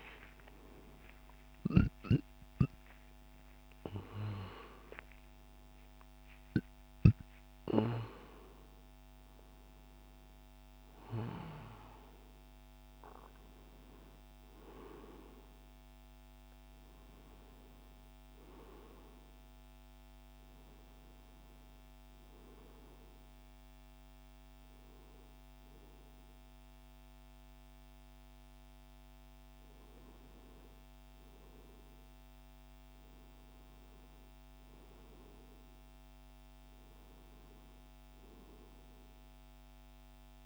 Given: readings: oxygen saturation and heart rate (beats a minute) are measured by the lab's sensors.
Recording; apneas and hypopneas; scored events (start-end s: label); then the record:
a person awake in a sleep study, by a microphone on the trachea; none
26.50-40.46 s: new sleep stage, N1 (lightest sleep)
From the record:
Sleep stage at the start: awake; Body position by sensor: on the right side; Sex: male